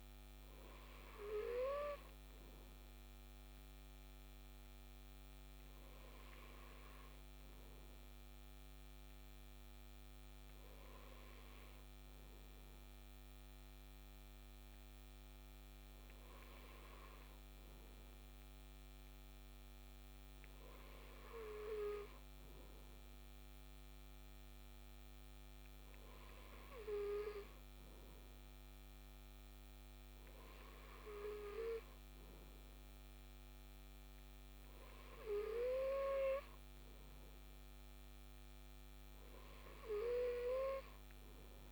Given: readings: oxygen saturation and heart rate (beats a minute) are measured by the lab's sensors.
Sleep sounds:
breathing in sleep by a microphone on the trachea; none
none scored
From the record:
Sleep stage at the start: N2 (light sleep); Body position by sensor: on the left side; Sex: male

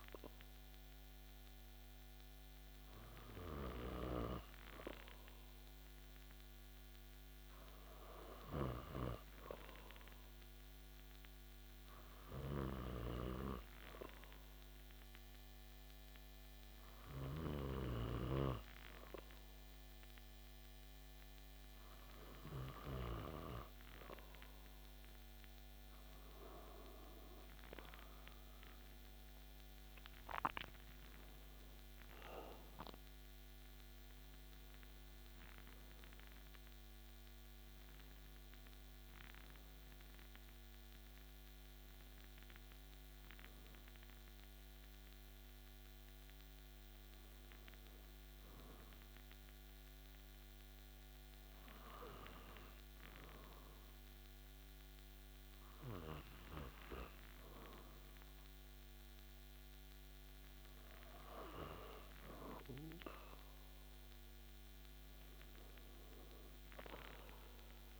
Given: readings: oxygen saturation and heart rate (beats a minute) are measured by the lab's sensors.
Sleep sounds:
breathing in sleep by a microphone on the trachea; 2
9.50-23.50 s: hypopnea (oxygen 96% before, 93% lowest)
26.00-30.00 s: arousal
48.50-62.00 s: hypopnea (oxygen 95% before, 94% lowest)
64.50-68.00 s: arousal
From the record:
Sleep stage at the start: N2 (light sleep); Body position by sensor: on the back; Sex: male

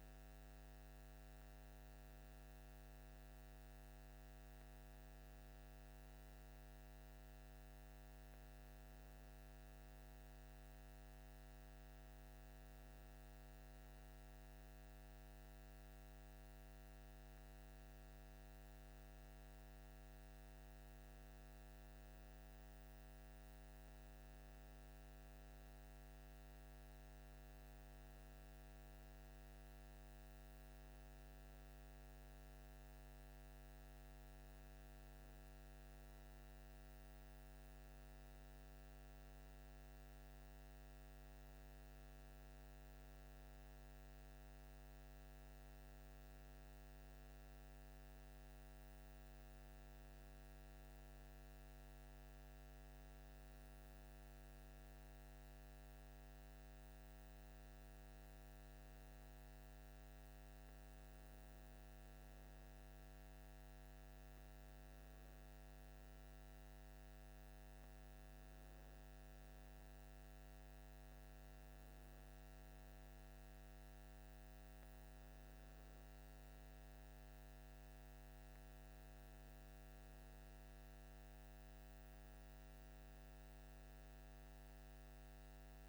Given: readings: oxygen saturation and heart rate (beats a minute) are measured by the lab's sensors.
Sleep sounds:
breathing in sleep, hard to hear, by a microphone on the trachea; none
none scored
From the record:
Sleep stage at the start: N2 (light sleep); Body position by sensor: on the left side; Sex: male

